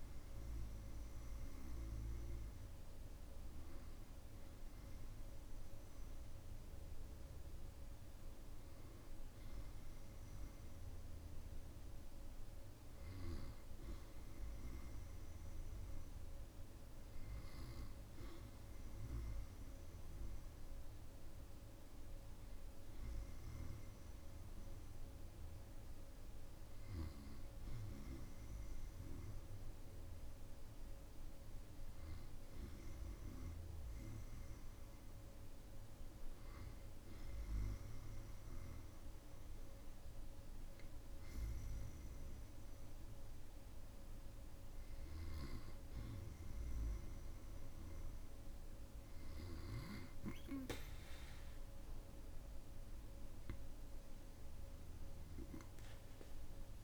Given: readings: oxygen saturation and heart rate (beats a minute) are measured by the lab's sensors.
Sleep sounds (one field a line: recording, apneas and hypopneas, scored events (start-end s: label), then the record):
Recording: breathing in sleep by a room microphone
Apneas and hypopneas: none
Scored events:
none scored
From the record:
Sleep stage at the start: N2 (light sleep)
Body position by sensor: on the back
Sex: male